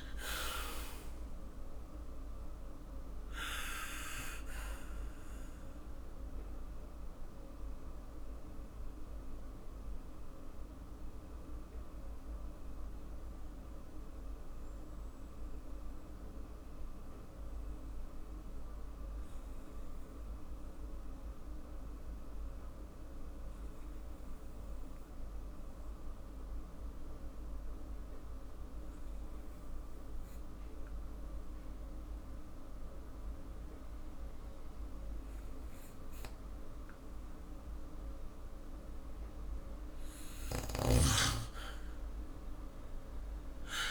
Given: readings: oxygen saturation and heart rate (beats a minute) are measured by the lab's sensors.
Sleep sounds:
breathing in sleep by a room microphone; 1
0.00-1.50 s: arousal
6.00-39.50 s: mixed apnea (oxygen 99% before, 92% lowest, heart rate 55 before, 44 extreme, up 7 after)
32.00-43.91 s: oxygen desaturation (device-marked, oxygen 98% before, 92% lowest, heart rate 50 before, 44 extreme)
41.50-43.91 s: arousal
From the record:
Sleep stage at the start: N2 (light sleep); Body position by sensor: on the back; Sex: male

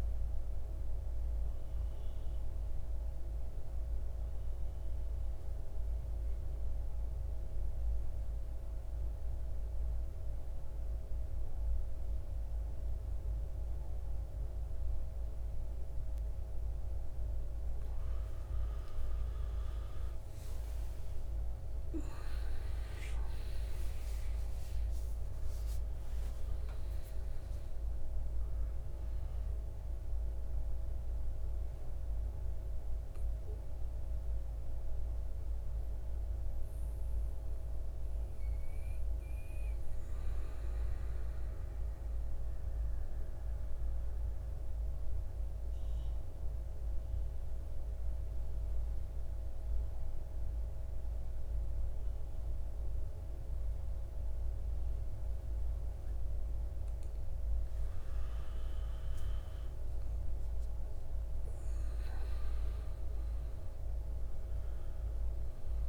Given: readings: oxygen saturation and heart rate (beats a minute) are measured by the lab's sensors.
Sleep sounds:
breathing in sleep, hard to hear, by a room microphone; 2
0.00-5.50 s: oxygen desaturation (device-marked, oxygen 87% lowest, heart rate 49 extreme)
1.50-17.50 s: central apnea (oxygen 97% before, 87% lowest, heart rate 61 before, 48 extreme, up 13 after)
21.00-24.50 s: arousal
25.50-45.50 s: oxygen desaturation (device-marked, oxygen 97% before, 91% lowest, heart rate 53 before, 48 extreme)
30.00-56.00 s: mixed apnea (oxygen 97% before, 89% lowest, heart rate 56 before, 48 extreme, up 14 after)
57.50-62.50 s: arousal
62.50-65.88 s: oxygen desaturation (device-marked, oxygen 97% before, 89% lowest, heart rate 53 before, 48 extreme)
From the record:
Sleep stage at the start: N2 (light sleep); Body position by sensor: on the back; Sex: male

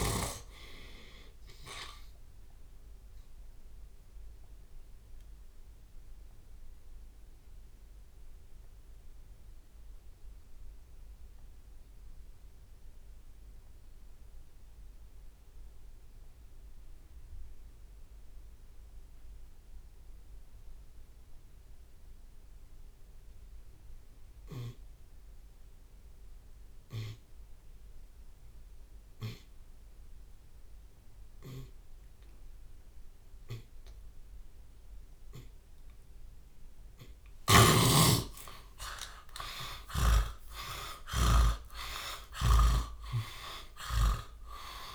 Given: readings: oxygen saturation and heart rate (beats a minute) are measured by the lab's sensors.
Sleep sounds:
breathing in sleep by a room microphone; 1
3.00-5.00 s: long interval between heartbeats (device-marked, heart rate 94 before, 44 extreme)
4.50-36.00 s: obstructive apnea (oxygen 96% before, 77% lowest)
5.00-7.00 s: long interval between heartbeats (device-marked, heart rate 93 before, 46 extreme)
17.00-19.00 s: long interval between heartbeats (device-marked, heart rate 68 before, 67 extreme)
20.50-24.50 s: oxygen desaturation (device-marked, oxygen 97% before, 94% lowest, heart rate 59 before, 89 extreme)
21.50-23.50 s: long interval between heartbeats (device-marked, heart rate 59 before, 90 extreme)
21.50-30.50 s: drop in pulse transit time (device-marked, heart rate 59 before, 89 extreme)
24.50-26.50 s: long interval between heartbeats (device-marked, heart rate 64 before, 93 extreme)
26.50-33.50 s: oxygen desaturation (device-marked, oxygen 97% before, 77% lowest)
27.00-29.00 s: long interval between heartbeats (device-marked, heart rate 69 before, 89 extreme)
28.50-44.95 s: tachycardia (device-marked, heart rate 80 before, 176 extreme)
31.50-33.50 s: long interval between heartbeats (device-marked, heart rate 81 before, 113 extreme)
34.50-36.50 s: long interval between heartbeats (device-marked, heart rate 90 before, 128 extreme)
37.00-39.00 s: long interval between heartbeats (device-marked, heart rate 97 before, 128 extreme)
37.50-43.50 s: arousal
40.50-44.95 s: drop in pulse transit time (device-marked, heart rate 111 before, 107 extreme)
41.50-43.50 s: long interval between heartbeats (device-marked, heart rate 116 before, 168 extreme)
42.00-44.95 s: snoring (device-marked)
From the record:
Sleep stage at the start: N2 (light sleep); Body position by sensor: on the left side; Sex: male

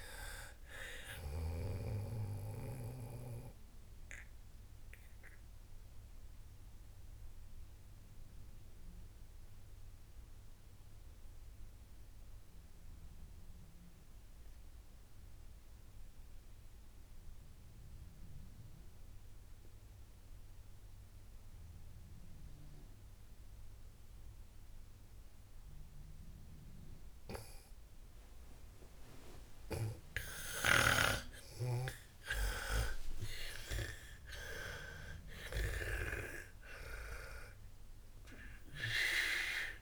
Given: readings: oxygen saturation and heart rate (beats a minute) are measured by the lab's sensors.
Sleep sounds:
breathing in sleep by a room microphone; 1
0.00-2.00 s: snoring (device-marked)
0.00-19.00 s: oxygen desaturation (device-marked, oxygen 91% lowest, heart rate 53 extreme)
2.50-31.50 s: obstructive apnea (oxygen 98% before, 91% lowest, heart rate 89 before, 53 extreme, up 33 after)
30.00-39.81 s: snoring (device-marked)
33.00-37.00 s: arousal
33.00-39.81 s: oxygen desaturation (device-marked, oxygen 98% before, 92% lowest, heart rate 60 before, 55 extreme)
From the record:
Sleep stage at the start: N2 (light sleep); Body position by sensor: on the back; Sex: female

